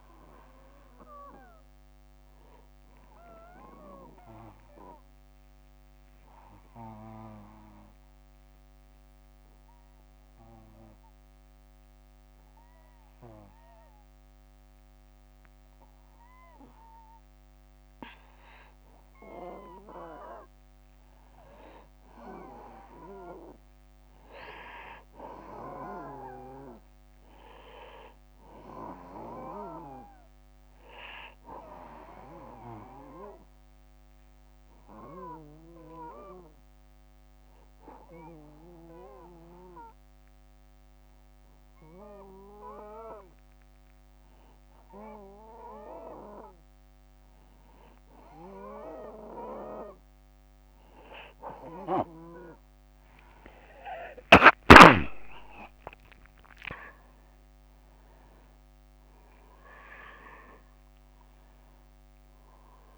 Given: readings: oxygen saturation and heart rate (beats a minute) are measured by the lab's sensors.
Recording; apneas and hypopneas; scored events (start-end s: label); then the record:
a person partly awake in a sleep study, by a microphone on the trachea; 2
0.00-15.00 s: oxygen desaturation (device-marked, oxygen 93% lowest, heart rate 60 extreme)
4.00-18.00 s: obstructive apnea (oxygen 97% before, 93% lowest, heart rate 63 before, 60 extreme, up 5 after)
16.00-46.00 s: new sleep stage, N2 (light sleep)
22.00-26.50 s: arousal
33.00-44.00 s: obstructive apnea (oxygen 97% before, 93% lowest, heart rate 64 before, 61 extreme, up 0 after)
46.00-62.98 s: new sleep stage, awake
From the record:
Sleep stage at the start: N1 (lightest sleep); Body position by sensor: on the back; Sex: male